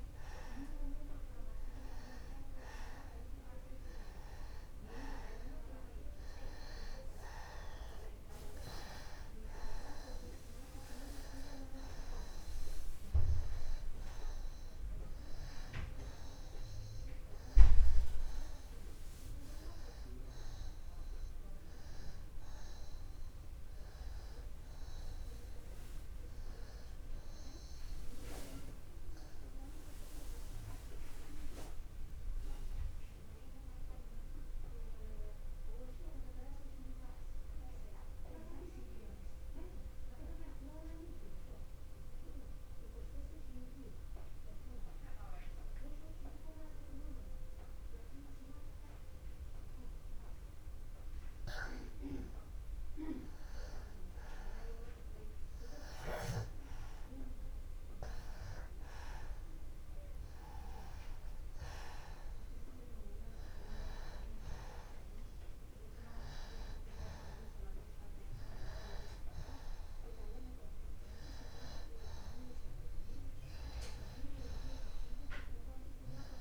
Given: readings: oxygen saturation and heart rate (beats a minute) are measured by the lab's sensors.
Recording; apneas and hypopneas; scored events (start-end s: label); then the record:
breathing in sleep by a room microphone; 1
0.00-28.00 s: oxygen desaturation (device-marked, oxygen 86% lowest, heart rate 61 extreme)
30.00-53.50 s: obstructive apnea (oxygen 95% before, 86% lowest, heart rate 62 before, 61 extreme, up 0 after)
56.00-59.50 s: arousal
59.00-76.41 s: oxygen desaturation (device-marked, oxygen 97% before, 86% lowest, heart rate 61 before, 61 extreme)
From the record:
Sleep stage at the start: N2 (light sleep); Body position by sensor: on the back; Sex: male